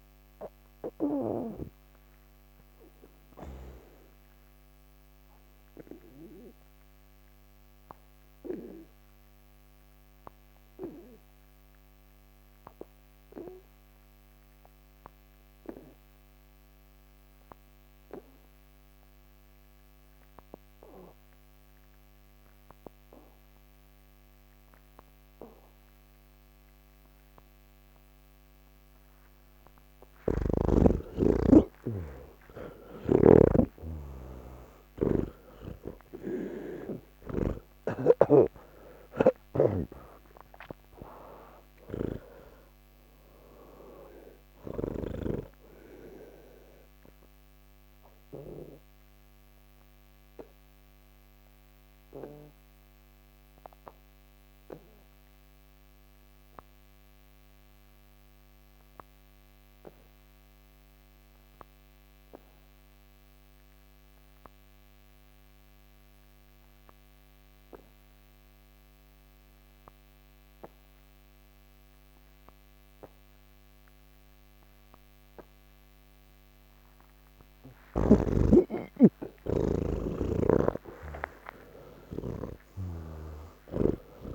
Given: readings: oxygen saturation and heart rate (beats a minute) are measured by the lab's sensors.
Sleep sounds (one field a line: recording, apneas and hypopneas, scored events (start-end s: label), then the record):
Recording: breathing in sleep by a microphone on the trachea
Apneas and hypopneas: 2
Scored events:
0.00-12.00 s: oxygen desaturation (device-marked, oxygen 82% lowest)
1.50-30.00 s: obstructive apnea (oxygen 98% before, 82% lowest, heart rate 172 before, 49 extreme)
24.00-38.00 s: oxygen desaturation (device-marked, oxygen 99% before, 90% lowest)
30.00-37.50 s: snoring (device-marked)
39.50-45.50 s: snoring (device-marked)
43.00-62.00 s: oxygen desaturation (device-marked, oxygen 96% before, 83% lowest)
46.50-78.00 s: obstructive apnea (oxygen 99% before, 80% lowest)
71.00-84.35 s: oxygen desaturation (device-marked, oxygen 99% before, 80% lowest)
83.00-84.35 s: snoring (device-marked)
From the record:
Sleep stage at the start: N3 (deep sleep)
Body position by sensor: on the back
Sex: male